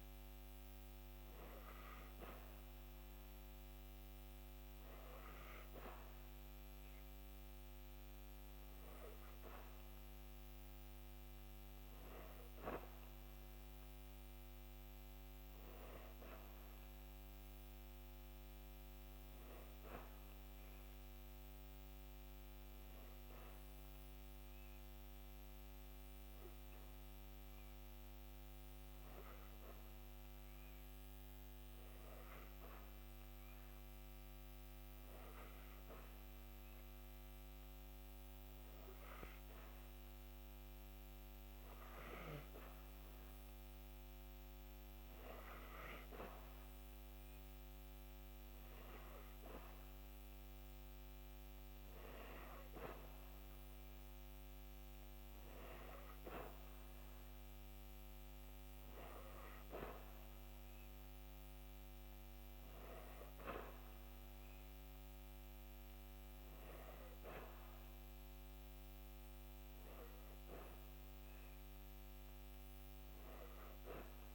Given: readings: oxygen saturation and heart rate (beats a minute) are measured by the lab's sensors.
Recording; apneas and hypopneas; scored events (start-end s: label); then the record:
breathing in sleep by a microphone on the trachea; 1
0.00-26.00 s: oxygen desaturation (device-marked, oxygen 92% lowest)
15.00-19.00 s: arousal
24.00-44.50 s: hypopnea (oxygen 96% before, 92% lowest)
47.50-52.00 s: arousal
From the record:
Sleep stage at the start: N2 (light sleep); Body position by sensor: on the back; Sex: female